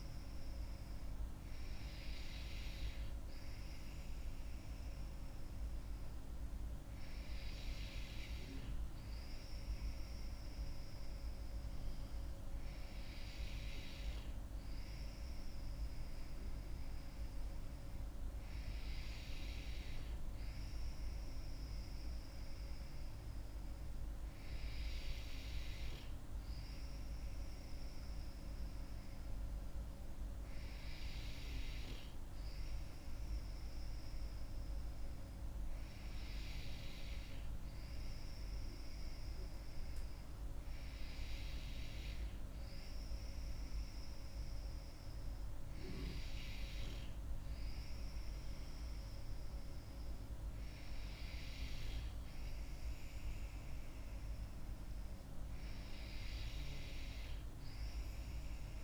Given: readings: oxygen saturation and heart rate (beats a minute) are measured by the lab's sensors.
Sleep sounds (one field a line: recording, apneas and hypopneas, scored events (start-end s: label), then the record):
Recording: breathing in sleep, hard to hear, by a room microphone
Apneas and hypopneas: none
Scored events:
none scored
From the record:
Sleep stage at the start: N2 (light sleep)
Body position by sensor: on the back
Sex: female